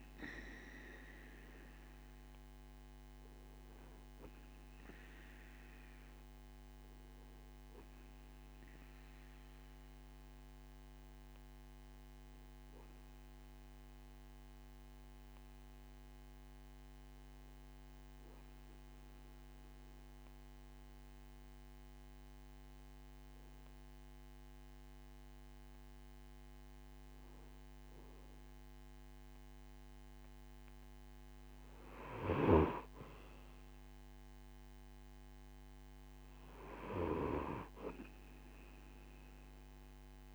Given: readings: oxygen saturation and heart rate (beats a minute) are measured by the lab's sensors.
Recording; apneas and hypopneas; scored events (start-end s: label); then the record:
breathing in sleep by a microphone on the trachea; 1
8.50-25.50 s: hypopnea (oxygen 97% before, 95% lowest, heart rate 68 before, 62 extreme, up 6 after)
29.00-33.00 s: arousal
From the record:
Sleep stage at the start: N2 (light sleep); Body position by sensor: on the right side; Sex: male